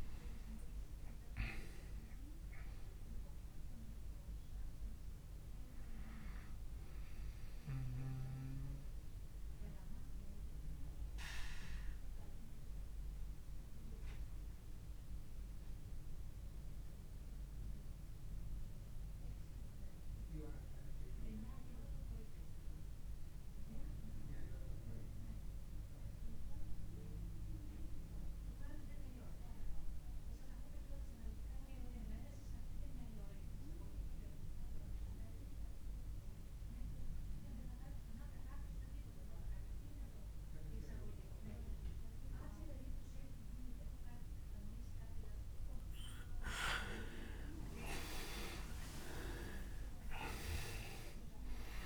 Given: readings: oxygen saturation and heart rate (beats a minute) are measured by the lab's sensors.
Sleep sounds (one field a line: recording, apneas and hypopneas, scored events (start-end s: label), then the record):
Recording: breathing in sleep by a room microphone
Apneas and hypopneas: 1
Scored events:
0.00-20.00 s: oxygen desaturation (device-marked, oxygen 85% lowest, heart rate 26 extreme)
9.00-44.50 s: obstructive apnea (oxygen 96% before, 85% lowest, heart rate 36 before, 28 extreme, up 33 after)
39.00-51.86 s: oxygen desaturation (device-marked, oxygen 99% before, 86% lowest, heart rate 50 before, 28 extreme)
From the record:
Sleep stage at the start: N2 (light sleep)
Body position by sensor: on the back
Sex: male